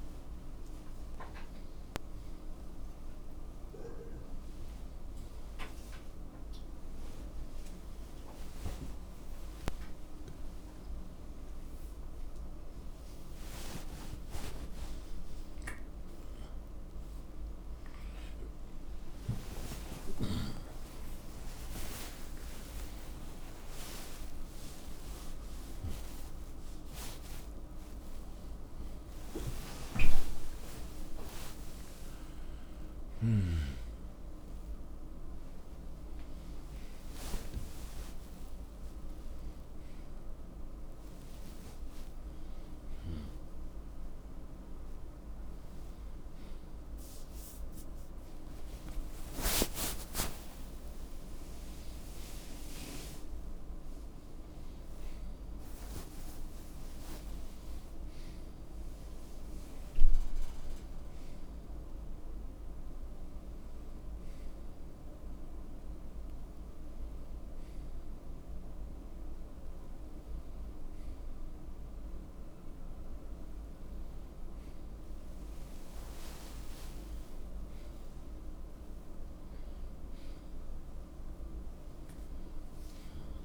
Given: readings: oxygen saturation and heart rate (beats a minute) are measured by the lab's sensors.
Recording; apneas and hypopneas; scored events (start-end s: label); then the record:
a person awake in a sleep study, by a room microphone; none
5.00-16.00 s: oxygen desaturation (device-marked, oxygen 93% before, 89% lowest, heart rate 100 before, 82 extreme)
61.00-83.45 s: new sleep stage, N1 (lightest sleep)
From the record:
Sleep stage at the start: awake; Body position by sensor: on the right side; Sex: male